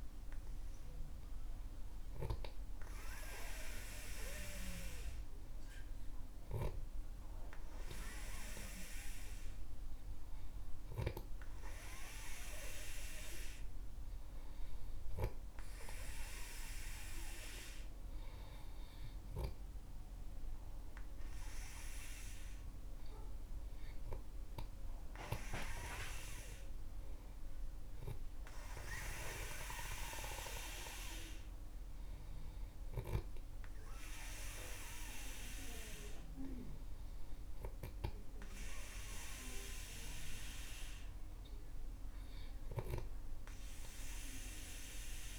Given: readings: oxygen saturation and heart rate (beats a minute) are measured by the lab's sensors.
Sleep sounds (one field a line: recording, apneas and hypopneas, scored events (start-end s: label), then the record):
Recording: breathing in sleep by a room microphone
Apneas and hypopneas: none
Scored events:
none scored
From the record:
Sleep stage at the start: N2 (light sleep)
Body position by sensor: on the back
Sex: male